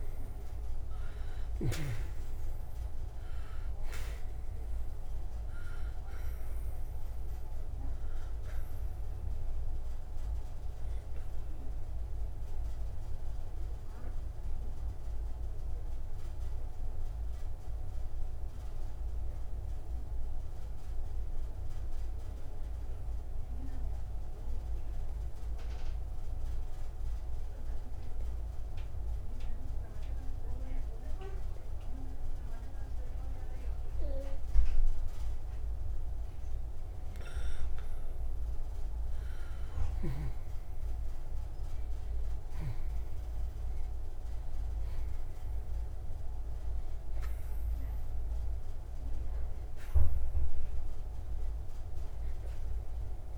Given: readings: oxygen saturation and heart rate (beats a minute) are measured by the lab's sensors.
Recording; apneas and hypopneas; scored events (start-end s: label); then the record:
breathing in sleep, hard to hear, by a room microphone; 1
0.00-4.00 s: arousal
0.50-33.50 s: oxygen desaturation (device-marked, oxygen 97% before, 87% lowest)
13.50-35.50 s: obstructive apnea (oxygen 99% before, 87% lowest)
39.00-44.50 s: arousal
43.50-53.37 s: oxygen desaturation (device-marked, oxygen 98% before, 89% lowest)
From the record:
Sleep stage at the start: N2 (light sleep); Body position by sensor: on the right side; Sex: male